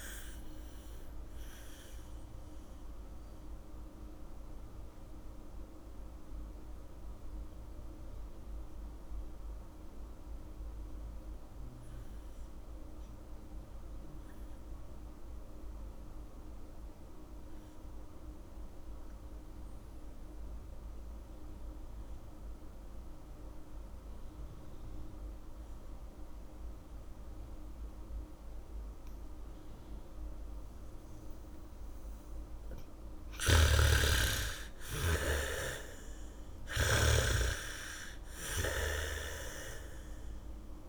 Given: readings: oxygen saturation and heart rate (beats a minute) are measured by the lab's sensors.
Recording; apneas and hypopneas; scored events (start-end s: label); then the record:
breathing in sleep by a room microphone; 1
0.00-20.50 s: oxygen desaturation (device-marked, oxygen 82% lowest, heart rate 35 extreme)
2.50-31.50 s: mixed apnea (oxygen 99% before, 81% lowest, heart rate 57 before, 38 extreme)
26.50-40.50 s: bradycardia (device-marked, heart rate 69 before, 38 extreme)
30.50-40.89 s: oxygen desaturation (device-marked, oxygen 98% before, 81% lowest, heart rate 70 before, 38 extreme)
33.50-37.50 s: snoring (device-marked)
34.00-39.00 s: arousal
From the record:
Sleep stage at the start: N2 (light sleep); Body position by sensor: on the back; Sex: female